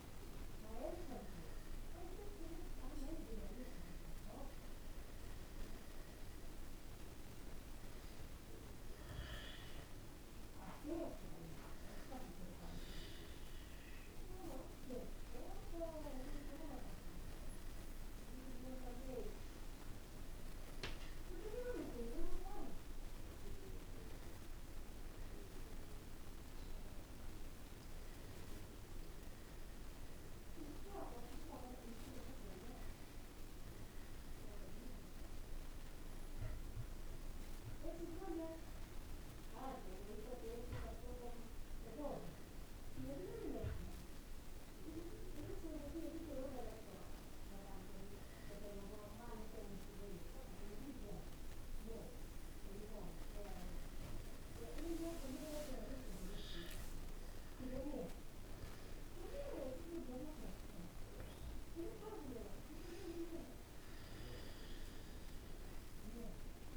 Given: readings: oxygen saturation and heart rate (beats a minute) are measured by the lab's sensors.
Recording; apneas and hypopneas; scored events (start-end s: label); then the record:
a person awake in a sleep study, by a room microphone; none
none scored
From the record:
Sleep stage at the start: awake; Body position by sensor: on the back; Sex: male